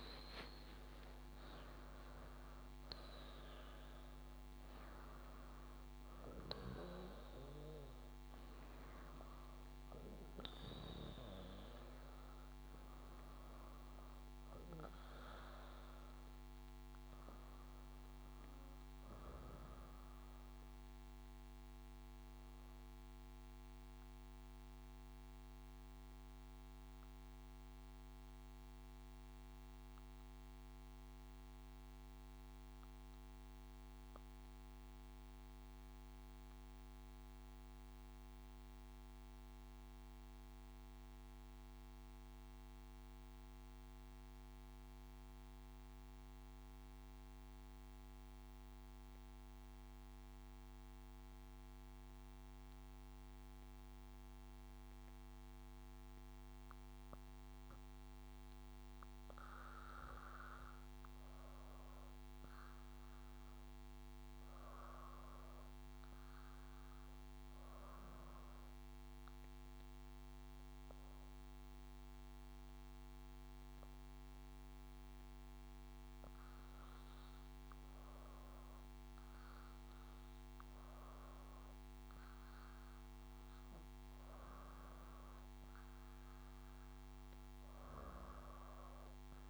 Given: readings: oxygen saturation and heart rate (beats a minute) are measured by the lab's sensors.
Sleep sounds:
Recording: breathing in sleep by a microphone on the trachea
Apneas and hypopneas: 2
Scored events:
0.00-3.50 s: leg movement (device-marked)
0.00-4.00 s: arousal
0.00-4.50 s: oxygen desaturation (device-marked, oxygen 92% lowest, heart rate 57 extreme)
0.00-15.50 s: drop in pulse transit time (device-marked, heart rate 67 extreme)
6.50-23.50 s: oxygen desaturation (device-marked, oxygen 93% before, 86% lowest, heart rate 65 before, 62 extreme)
22.00-58.00 s: obstructive apnea (oxygen 94% before, 80% lowest, heart rate 74 before, 64 extreme, up 3 after)
42.50-79.50 s: oxygen desaturation (device-marked, oxygen 99% before, 81% lowest, heart rate 64 before, 66 extreme)
53.50-64.50 s: drop in pulse transit time (device-marked, heart rate 66 before, 69 extreme)
60.00-63.50 s: arousal
69.00-82.50 s: obstructive apnea (oxygen 98% before, 76% lowest, heart rate 69 before, 74 extreme, up 5 after)
84.50-89.50 s: arousal
85.50-89.50 s: oxygen desaturation (device-marked, oxygen 87% before, 80% lowest, heart rate 73 before, 76 extreme)
From the record:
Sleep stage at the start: REM sleep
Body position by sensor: on the back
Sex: female

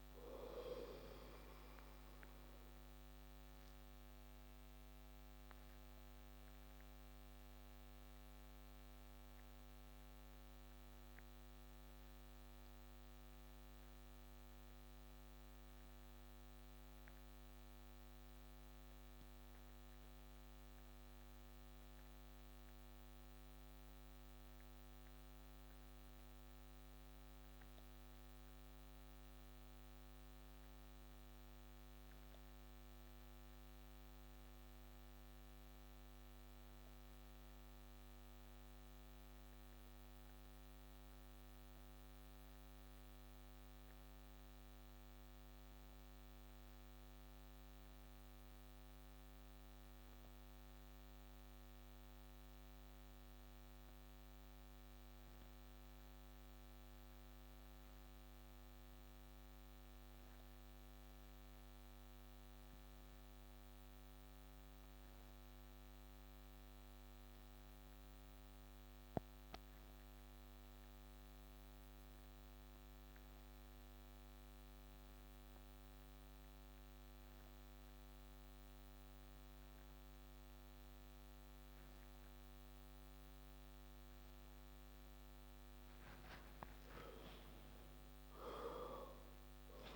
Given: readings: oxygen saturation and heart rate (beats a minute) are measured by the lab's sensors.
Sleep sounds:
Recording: breathing in sleep, hard to hear, by a microphone on the trachea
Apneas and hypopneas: 1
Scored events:
0.00-21.50 s: oxygen desaturation (device-marked, oxygen 81% lowest)
3.00-85.50 s: obstructive apnea (oxygen 94% before, 80% lowest)
62.50-89.96 s: oxygen desaturation (device-marked, oxygen 96% before, 86% lowest)
87.00-89.96 s: arousal
From the record:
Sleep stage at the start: REM sleep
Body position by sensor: on the back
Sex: male

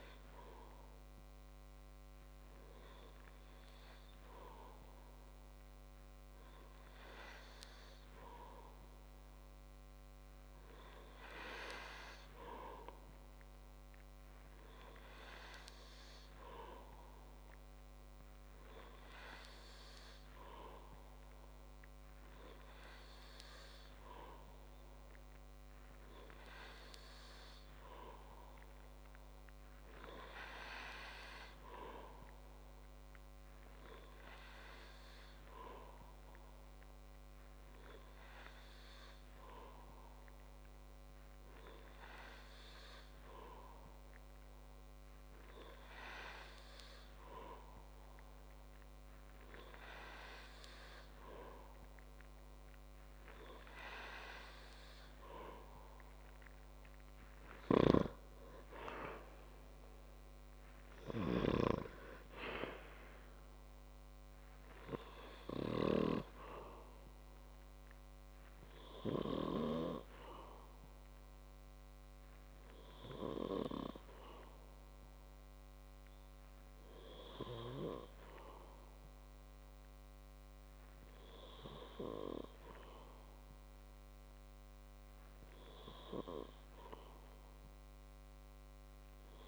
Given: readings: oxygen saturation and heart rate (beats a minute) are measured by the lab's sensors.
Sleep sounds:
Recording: breathing in sleep by a microphone on the trachea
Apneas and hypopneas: none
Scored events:
none scored
From the record:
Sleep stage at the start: N2 (light sleep)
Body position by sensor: on the back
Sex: male

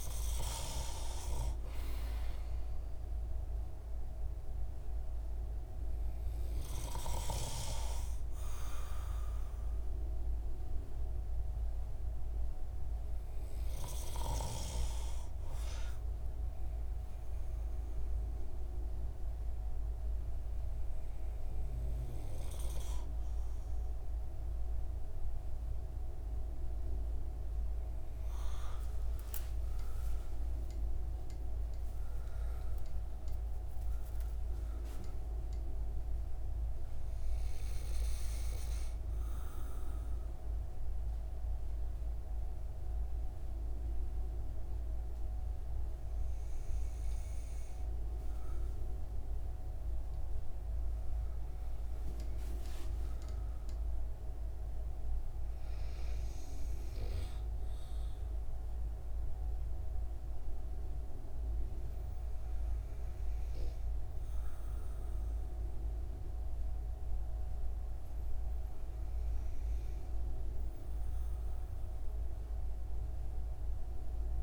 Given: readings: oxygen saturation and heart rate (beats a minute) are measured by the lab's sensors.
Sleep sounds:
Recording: breathing in sleep by a room microphone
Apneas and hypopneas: 1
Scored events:
11.00-26.00 s: hypopnea (oxygen 96% before, 93% lowest)
29.00-34.00 s: arousal
49.00-53.50 s: arousal
From the record:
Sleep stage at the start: N2 (light sleep)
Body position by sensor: on the right side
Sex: male

